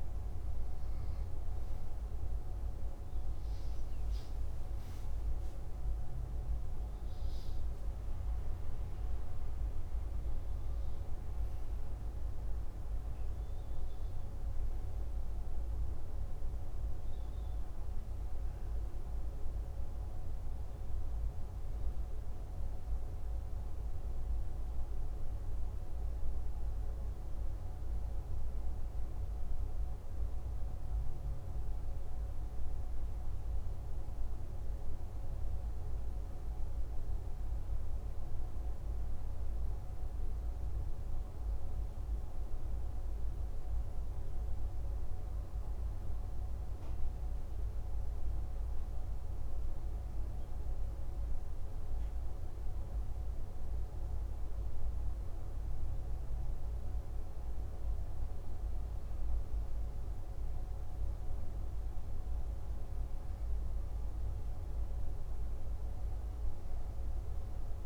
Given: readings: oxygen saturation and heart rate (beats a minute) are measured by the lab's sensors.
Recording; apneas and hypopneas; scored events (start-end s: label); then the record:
breathing in sleep, hard to hear, by a room microphone; none
none scored
From the record:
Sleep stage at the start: N2 (light sleep); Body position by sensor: on the left side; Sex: male